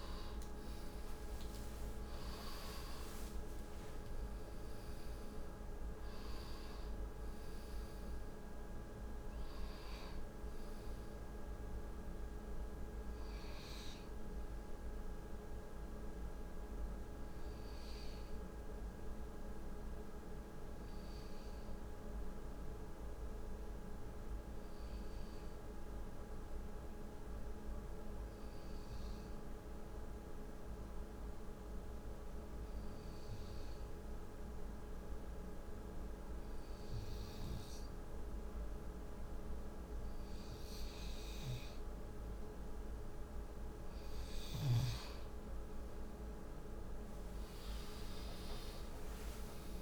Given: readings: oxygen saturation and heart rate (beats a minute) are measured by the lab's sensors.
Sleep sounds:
a person partly awake in a sleep study, hard to hear, by a room microphone; 1
0.00-6.50 s: snoring (device-marked)
13.00-49.81 s: new sleep stage, N2 (light sleep)
19.50-43.00 s: hypopnea (oxygen 98% before, 93% lowest, heart rate 86 before, 55 extreme, up 41 after)
25.00-29.50 s: snoring (device-marked)
40.00-49.81 s: oxygen desaturation (device-marked, oxygen 99% before, 93% lowest, heart rate 58 before, 58 extreme)
47.00-49.81 s: arousal
From the record:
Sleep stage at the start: awake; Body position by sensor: on the right side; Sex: male

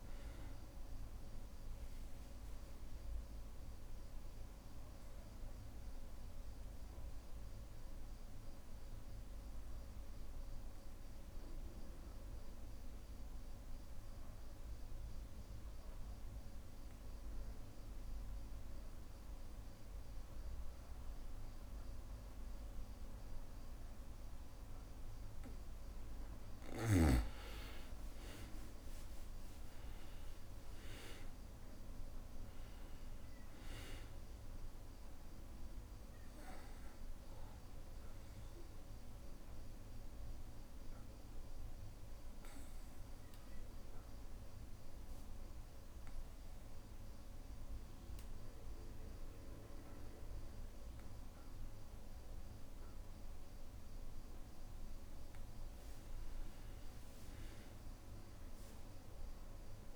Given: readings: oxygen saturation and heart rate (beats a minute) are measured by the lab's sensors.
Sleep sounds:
breathing in sleep, hard to hear, by a room microphone; 2
0.00-17.50 s: oxygen desaturation (device-marked, oxygen 93% lowest, heart rate 61 extreme)
3.00-25.50 s: obstructive apnea (oxygen 99% before, 92% lowest, heart rate 63 before, 60 extreme, up 3 after)
27.50-32.00 s: arousal
29.50-52.50 s: oxygen desaturation (device-marked, oxygen 99% before, 92% lowest, heart rate 62 before, 60 extreme)
39.00-54.00 s: obstructive apnea (oxygen 99% before, 89% lowest, heart rate 63 before, 60 extreme, up 4 after)
56.50-59.96 s: arousal
From the record:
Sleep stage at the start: N2 (light sleep); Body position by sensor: on the back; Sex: male

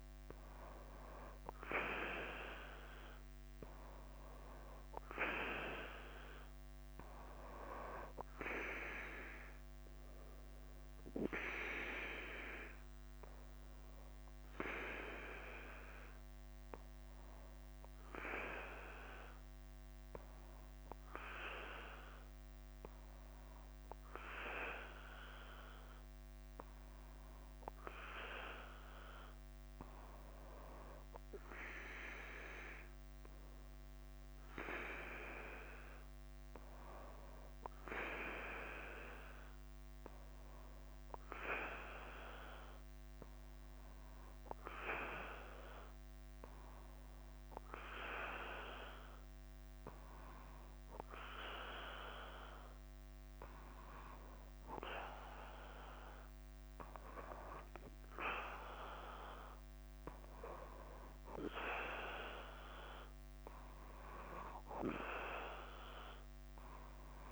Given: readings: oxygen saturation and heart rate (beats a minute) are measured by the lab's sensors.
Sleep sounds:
breathing in sleep by a microphone on the trachea; 1
0.00-11.50 s: bradycardia (device-marked, heart rate 44 extreme)
14.00-30.00 s: hypopnea (oxygen 98% before, 95% lowest, heart rate 56 before, 39 extreme, up 13 after)
16.50-59.50 s: bradycardia (device-marked, heart rate 50 before, 39 extreme)
17.00-19.00 s: long interval between heartbeats (device-marked, heart rate 57 before, 69 extreme)
31.50-35.00 s: arousal
61.50-64.50 s: bradycardia (device-marked, heart rate 51 before, 58 extreme)
From the record:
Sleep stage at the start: N2 (light sleep); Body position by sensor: on the back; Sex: male

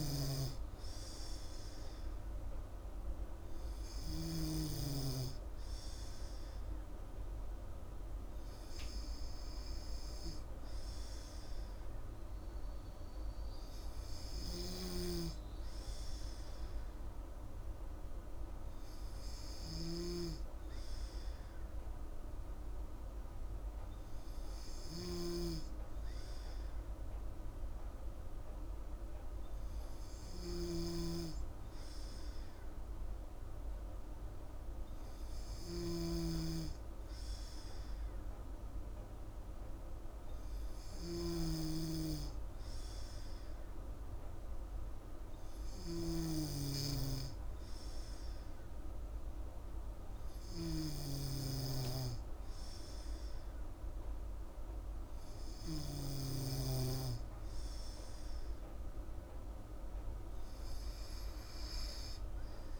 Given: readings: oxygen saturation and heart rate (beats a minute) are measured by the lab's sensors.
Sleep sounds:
breathing in sleep by a room microphone; none
0.00-4.50 s: snoring (device-marked)
14.50-20.00 s: snoring (device-marked)
41.00-56.50 s: snoring (device-marked)
From the record:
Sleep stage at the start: N2 (light sleep); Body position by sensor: on the back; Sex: female

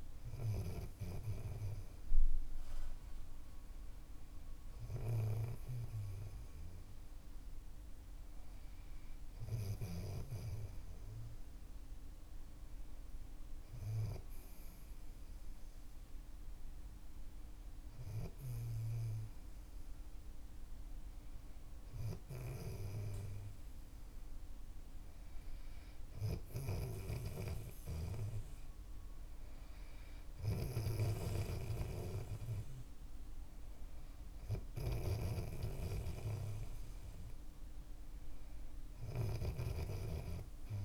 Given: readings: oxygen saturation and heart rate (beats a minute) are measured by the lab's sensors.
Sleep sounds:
breathing in sleep by a room microphone; none
0.00-1.00 s: snoring (device-marked)
22.50-39.50 s: snoring (device-marked)
From the record:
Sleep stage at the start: N3 (deep sleep); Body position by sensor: on the back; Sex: male

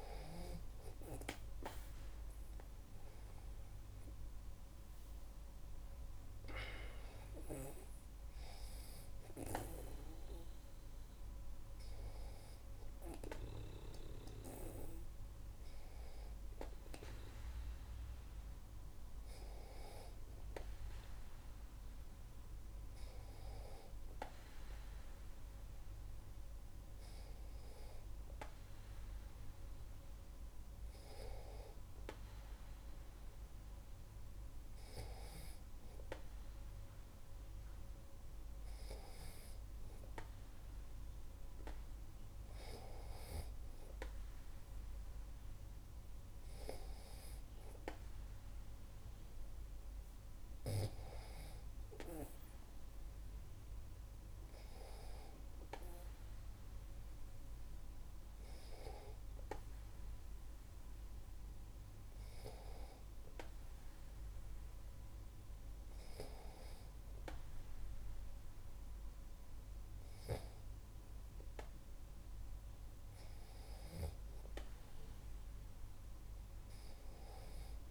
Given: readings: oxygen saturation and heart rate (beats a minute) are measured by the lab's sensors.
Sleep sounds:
breathing in sleep by a room microphone; none
none scored
From the record:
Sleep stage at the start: N2 (light sleep); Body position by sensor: on the back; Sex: male

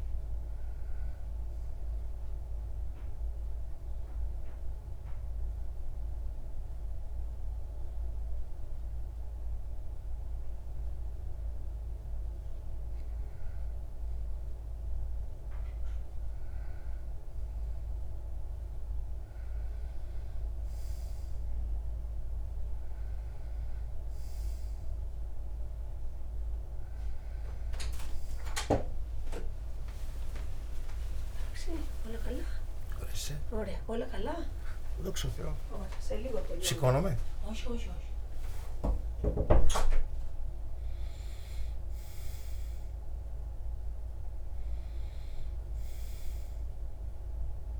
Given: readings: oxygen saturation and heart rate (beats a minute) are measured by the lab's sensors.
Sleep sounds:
breathing in sleep by a room microphone; 1
1.00-12.00 s: central apnea (oxygen 96% before, 93% lowest, heart rate 43 before, 27 extreme, up 31 after)
29.50-36.50 s: arousal
From the record:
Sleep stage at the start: REM sleep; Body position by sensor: on the back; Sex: male

